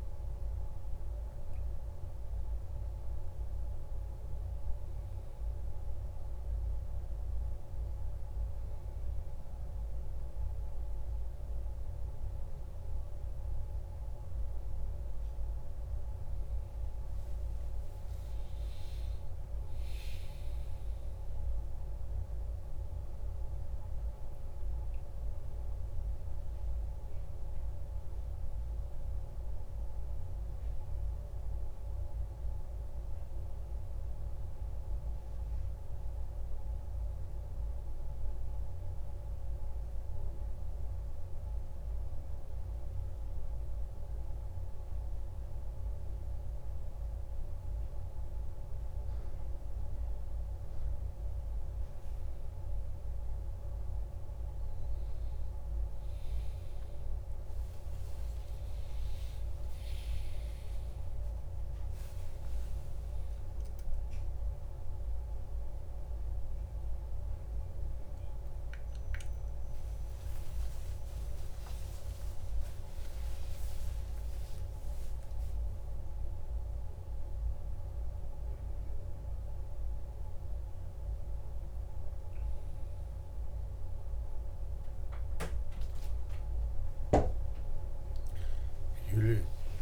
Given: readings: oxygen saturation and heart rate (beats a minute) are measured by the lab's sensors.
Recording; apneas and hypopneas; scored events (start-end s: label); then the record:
a person awake in a sleep study, hard to hear, by a room microphone; none
none scored
From the record:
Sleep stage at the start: awake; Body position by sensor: on the back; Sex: male